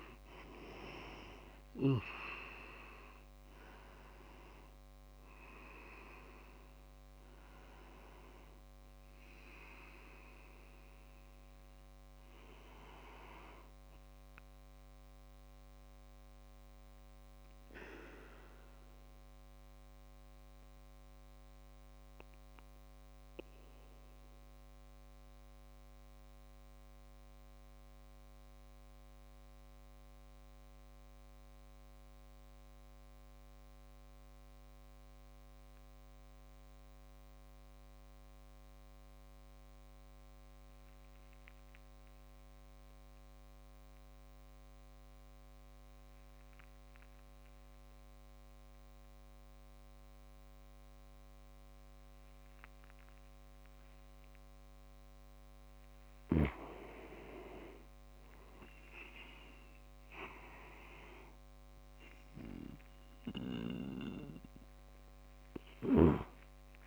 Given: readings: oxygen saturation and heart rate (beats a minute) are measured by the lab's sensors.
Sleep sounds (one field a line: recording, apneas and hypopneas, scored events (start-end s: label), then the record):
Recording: breathing in sleep by a microphone on the trachea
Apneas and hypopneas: 1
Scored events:
0.00-1.50 s: arousal
0.00-2.00 s: snoring (device-marked)
0.00-3.50 s: leg movement (device-marked)
0.00-15.00 s: oxygen desaturation (device-marked, oxygen 92% lowest)
17.00-55.00 s: mixed apnea (oxygen 97% before, 94% lowest)
56.00-66.86 s: oxygen desaturation (device-marked, oxygen 98% before, 95% lowest)
58.00-62.00 s: arousal
From the record:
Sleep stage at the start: N2 (light sleep)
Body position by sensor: on the back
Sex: male